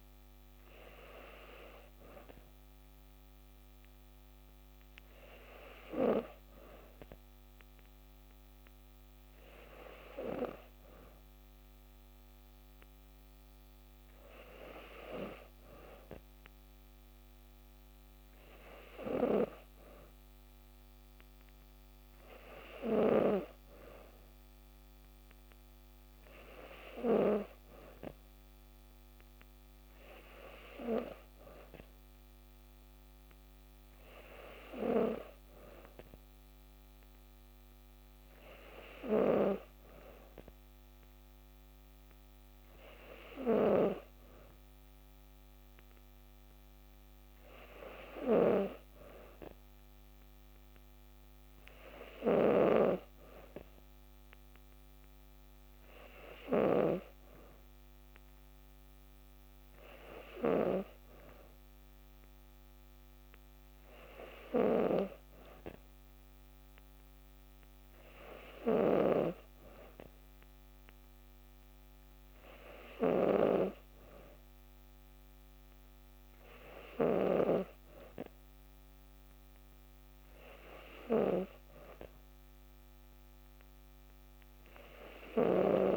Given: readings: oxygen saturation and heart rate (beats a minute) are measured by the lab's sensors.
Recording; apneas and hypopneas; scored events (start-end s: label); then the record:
breathing in sleep by a microphone on the trachea; none
43.50-57.00 s: snoring (device-marked)
64.50-77.50 s: snoring (device-marked)
From the record:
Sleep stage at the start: N2 (light sleep); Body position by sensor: on the back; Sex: female